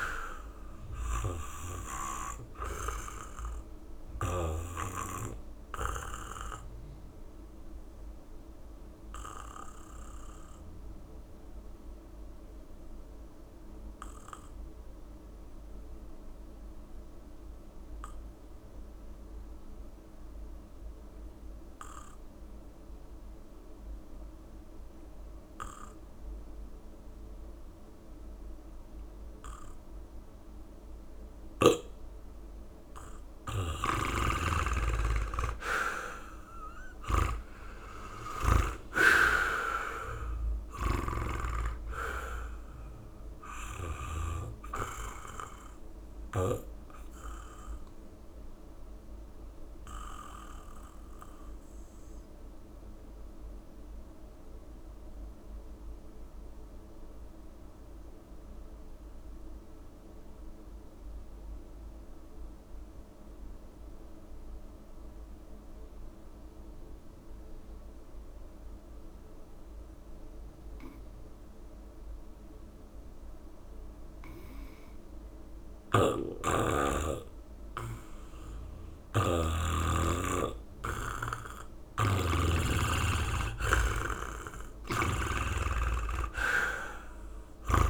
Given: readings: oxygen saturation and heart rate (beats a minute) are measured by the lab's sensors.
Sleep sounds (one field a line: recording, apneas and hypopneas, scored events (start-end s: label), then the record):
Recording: breathing in sleep by a room microphone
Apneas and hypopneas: 2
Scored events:
0.00-4.50 s: snoring (device-marked)
0.00-17.50 s: oxygen desaturation (device-marked, oxygen 84% lowest, heart rate 67 extreme)
3.50-32.50 s: obstructive apnea (oxygen 99% before, 84% lowest, heart rate 68 before, 67 extreme, up 13 after)
28.50-60.50 s: oxygen desaturation (device-marked, oxygen 98% before, 84% lowest, heart rate 69 before, 65 extreme)
33.50-38.50 s: snoring (device-marked)
37.00-41.00 s: arousal
38.50-40.50 s: long interval between heartbeats (device-marked, heart rate 69 before, 80 extreme)
40.50-44.00 s: snoring (device-marked)
45.00-82.50 s: mixed apnea (oxygen 98% before, 83% lowest, heart rate 72 before, 64 extreme, up 27 after)
75.50-79.50 s: snoring (device-marked)
81.50-87.90 s: oxygen desaturation (device-marked, oxygen 97% before, 83% lowest, heart rate 71 before, 64 extreme)
81.50-87.90 s: snoring (device-marked)
86.00-87.90 s: arousal
From the record:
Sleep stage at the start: N2 (light sleep)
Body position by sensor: on the back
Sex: male